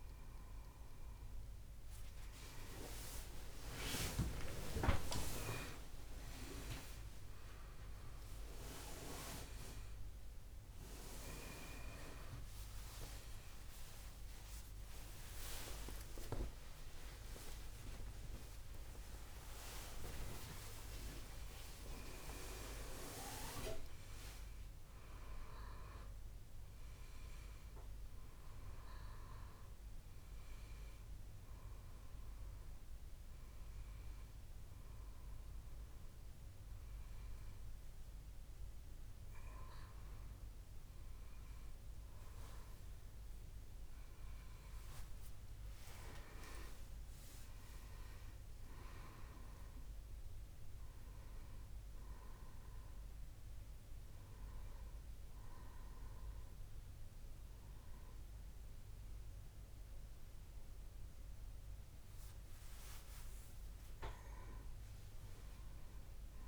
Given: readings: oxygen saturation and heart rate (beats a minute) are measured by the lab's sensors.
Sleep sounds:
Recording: a person awake in a sleep study, by a room microphone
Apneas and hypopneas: none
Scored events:
5.50-7.50 s: long interval between heartbeats (device-marked, heart rate 76 before, 85 extreme)
12.00-21.00 s: tachycardia (device-marked, heart rate 74 before, 138 extreme)
14.50-16.50 s: long interval between heartbeats (device-marked, heart rate 83 before, 93 extreme)
18.00-20.00 s: long interval between heartbeats (device-marked, heart rate 89 before, 128 extreme)
43.00-66.48 s: new sleep stage, N1 (lightest sleep)
From the record:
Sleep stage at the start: awake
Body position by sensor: on the back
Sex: male

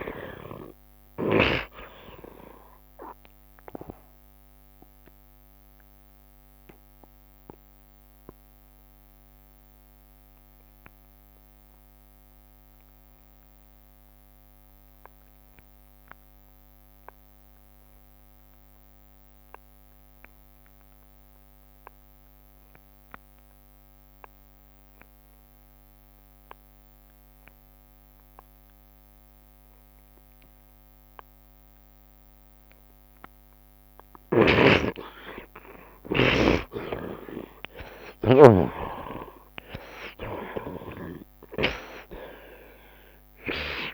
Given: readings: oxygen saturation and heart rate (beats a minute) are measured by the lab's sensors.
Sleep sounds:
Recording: breathing in sleep by a microphone on the trachea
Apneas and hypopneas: 1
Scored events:
0.00-19.00 s: oxygen desaturation (device-marked, oxygen 50% lowest, heart rate 65 extreme)
5.00-34.00 s: mixed apnea (oxygen 81% before, 47% lowest, heart rate 85 before, 65 extreme, up 7 after)
18.50-20.50 s: long interval between heartbeats (device-marked, heart rate 85 before, 75 extreme)
21.00-43.94 s: oxygen desaturation (device-marked, oxygen 84% before, 47% lowest, heart rate 80 before, 57 extreme)
34.50-39.00 s: snoring (device-marked)
36.00-41.00 s: arousal
40.00-43.94 s: tachycardia (device-marked, heart rate 83 before, 121 extreme)
From the record:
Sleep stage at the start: N2 (light sleep)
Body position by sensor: on the right side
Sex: male

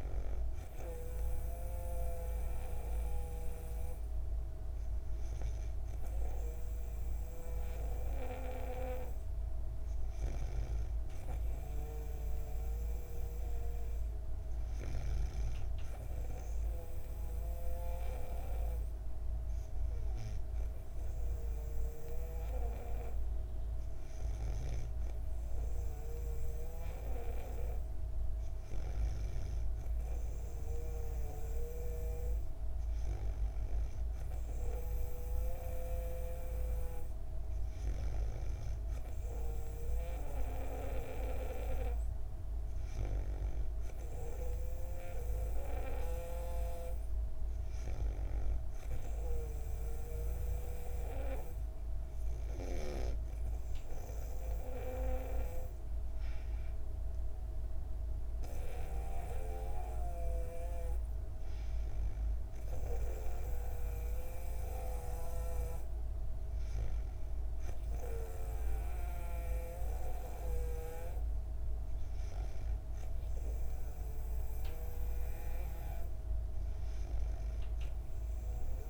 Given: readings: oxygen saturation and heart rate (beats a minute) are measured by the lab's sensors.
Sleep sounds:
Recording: breathing in sleep by a room microphone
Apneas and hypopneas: none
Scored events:
none scored
From the record:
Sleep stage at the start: N2 (light sleep)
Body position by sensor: on the back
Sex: female

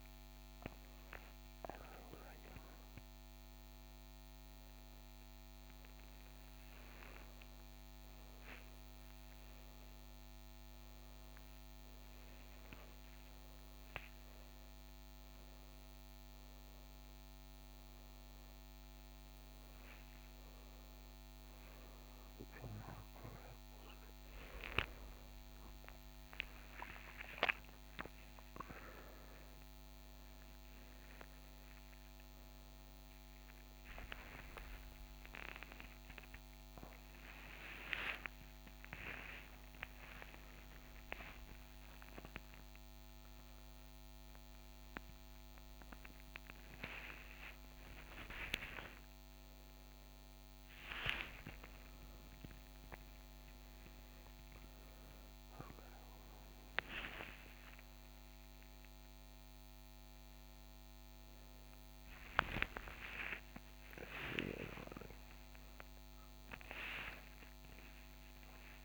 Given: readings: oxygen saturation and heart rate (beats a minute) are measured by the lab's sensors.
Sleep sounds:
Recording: a person awake in a sleep study, by a microphone on the trachea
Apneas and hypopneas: none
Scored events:
none scored
From the record:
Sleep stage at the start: awake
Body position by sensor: on the right side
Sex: male

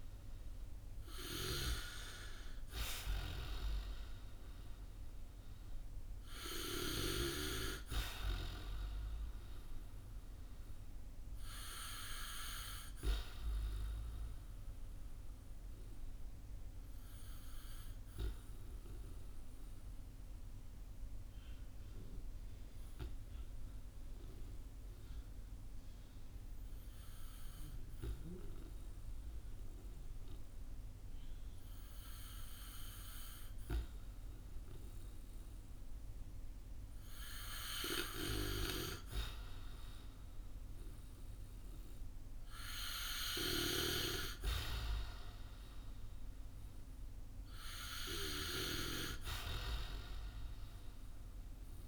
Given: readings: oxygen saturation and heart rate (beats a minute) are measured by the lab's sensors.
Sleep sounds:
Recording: breathing in sleep by a room microphone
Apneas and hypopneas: 1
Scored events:
16.00-36.00 s: obstructive apnea (oxygen 94% before, 92% lowest, heart rate 61 before, 53 extreme, up 6 after)
38.50-42.50 s: arousal
From the record:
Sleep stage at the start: N2 (light sleep)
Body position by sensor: on the back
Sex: male

